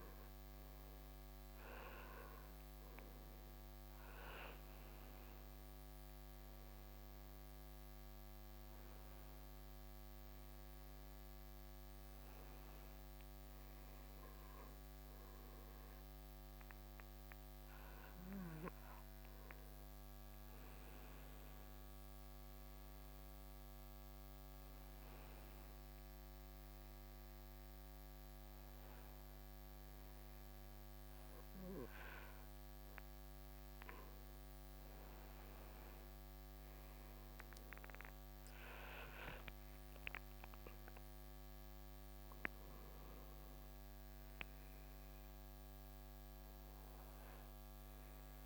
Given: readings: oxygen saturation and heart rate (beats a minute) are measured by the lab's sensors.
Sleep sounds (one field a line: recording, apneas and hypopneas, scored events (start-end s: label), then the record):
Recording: breathing in sleep by a microphone on the trachea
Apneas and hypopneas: none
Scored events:
5.50-19.50 s: oxygen desaturation (device-marked, oxygen 96% before, 93% lowest, heart rate 67 before, 63 extreme)
41.00-45.00 s: arousal
From the record:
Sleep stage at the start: N2 (light sleep)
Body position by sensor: on the back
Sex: male